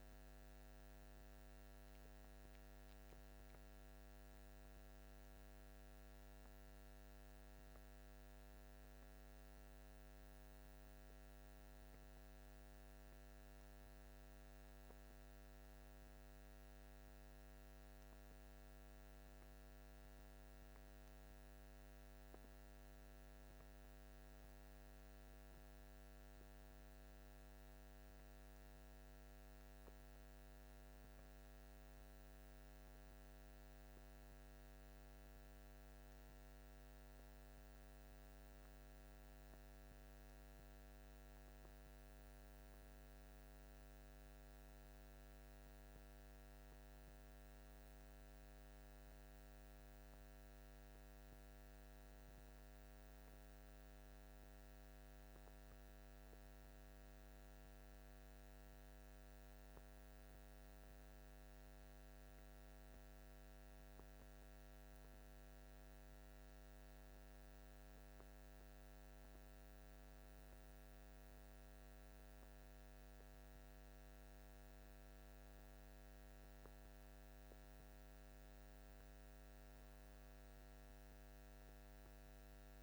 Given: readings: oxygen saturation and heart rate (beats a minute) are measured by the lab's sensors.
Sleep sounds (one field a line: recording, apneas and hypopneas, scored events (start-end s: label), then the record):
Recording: breathing in sleep, hard to hear, by a microphone on the trachea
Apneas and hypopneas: none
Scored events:
none scored
From the record:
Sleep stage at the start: N1 (lightest sleep)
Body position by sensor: on the back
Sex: male